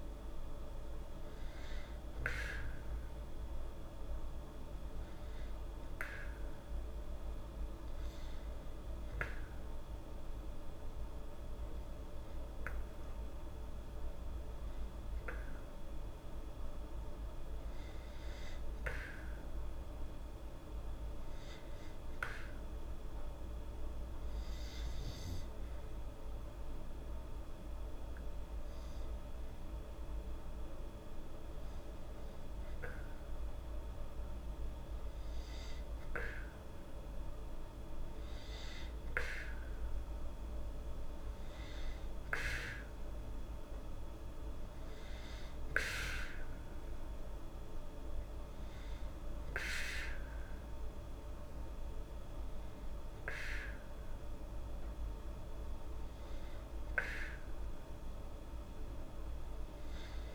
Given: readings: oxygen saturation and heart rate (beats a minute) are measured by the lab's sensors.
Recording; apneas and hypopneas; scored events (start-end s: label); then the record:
breathing in sleep by a room microphone; 1
24.50-37.50 s: hypopnea (oxygen 96% before, 93% lowest, heart rate 83 before, 81 extreme, up 3 after)
39.00-43.00 s: arousal
From the record:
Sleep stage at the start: N2 (light sleep); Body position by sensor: on the back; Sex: female